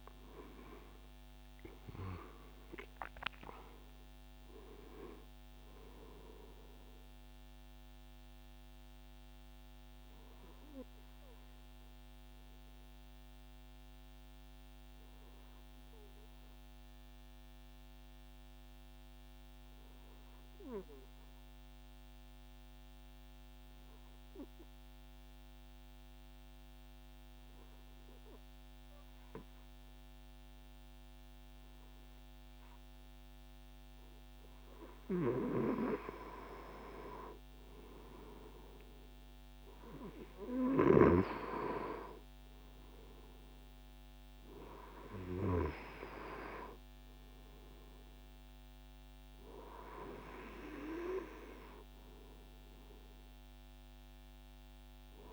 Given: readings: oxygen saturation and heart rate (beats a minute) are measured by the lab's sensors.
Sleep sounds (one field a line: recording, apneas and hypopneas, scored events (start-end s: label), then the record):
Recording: breathing in sleep by a microphone on the trachea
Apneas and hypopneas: 1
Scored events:
0.00-3.00 s: arousal
8.50-33.50 s: obstructive apnea (oxygen 97% before, 94% lowest, heart rate 182 before, 77 extreme)
35.00-40.00 s: arousal
36.00-55.32 s: oxygen desaturation (device-marked, oxygen 98% before, 94% lowest, heart rate 123 before, 59 extreme)
From the record:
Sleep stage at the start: N2 (light sleep)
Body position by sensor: on the right side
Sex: male